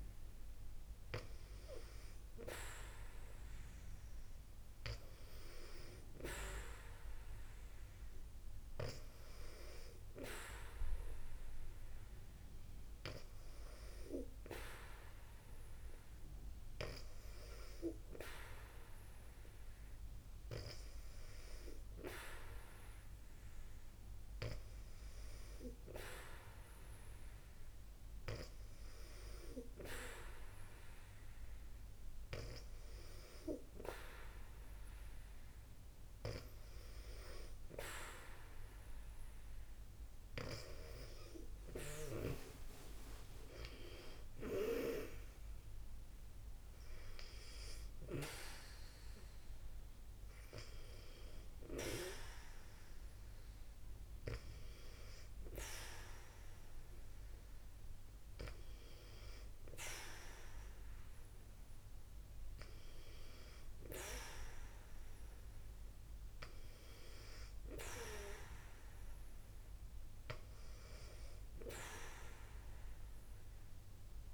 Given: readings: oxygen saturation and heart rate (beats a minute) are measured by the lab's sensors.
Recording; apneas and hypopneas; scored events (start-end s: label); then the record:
breathing in sleep by a room microphone; none
none scored
From the record:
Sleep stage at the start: N2 (light sleep); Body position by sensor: on the back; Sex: female